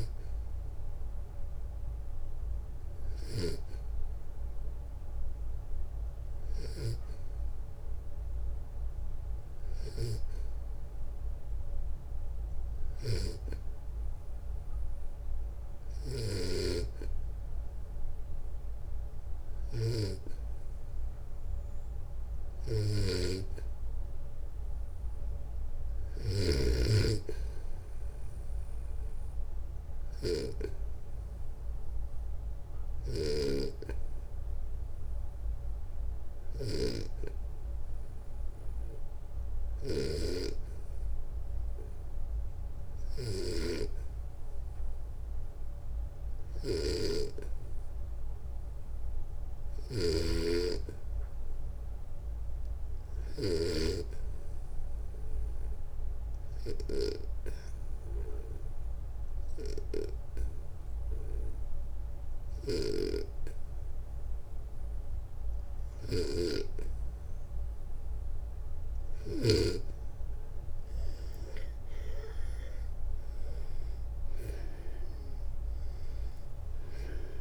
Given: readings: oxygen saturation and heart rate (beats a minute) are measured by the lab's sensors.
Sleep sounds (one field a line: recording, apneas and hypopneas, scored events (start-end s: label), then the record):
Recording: breathing in sleep by a room microphone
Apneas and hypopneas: 1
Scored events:
9.00-30.00 s: snoring (device-marked)
32.00-53.00 s: snoring (device-marked)
37.00-66.00 s: obstructive apnea (oxygen 95% before, 87% lowest, heart rate 63 before, 60 extreme, up 1 after)
60.00-77.41 s: oxygen desaturation (device-marked, oxygen 93% before, 87% lowest, heart rate 62 before, 60 extreme)
62.00-69.00 s: snoring (device-marked)
71.50-76.00 s: arousal
From the record:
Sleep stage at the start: N2 (light sleep)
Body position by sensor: on the back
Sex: male